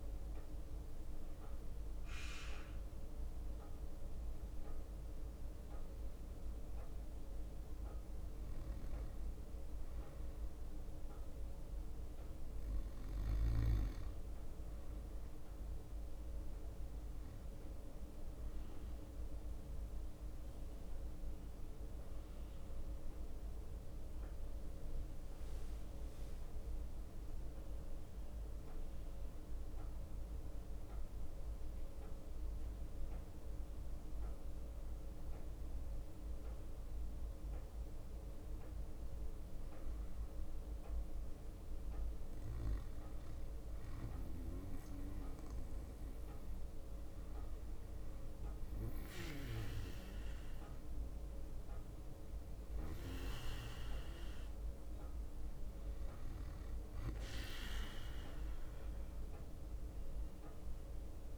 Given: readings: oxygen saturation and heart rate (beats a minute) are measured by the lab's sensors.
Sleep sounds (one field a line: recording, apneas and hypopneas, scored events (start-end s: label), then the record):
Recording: breathing in sleep by a room microphone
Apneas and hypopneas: none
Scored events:
18.00-22.00 s: leg movement (device-marked)
24.50-30.00 s: leg movement (device-marked)
27.00-31.50 s: arousal
From the record:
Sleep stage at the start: N2 (light sleep)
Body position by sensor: on the back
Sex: male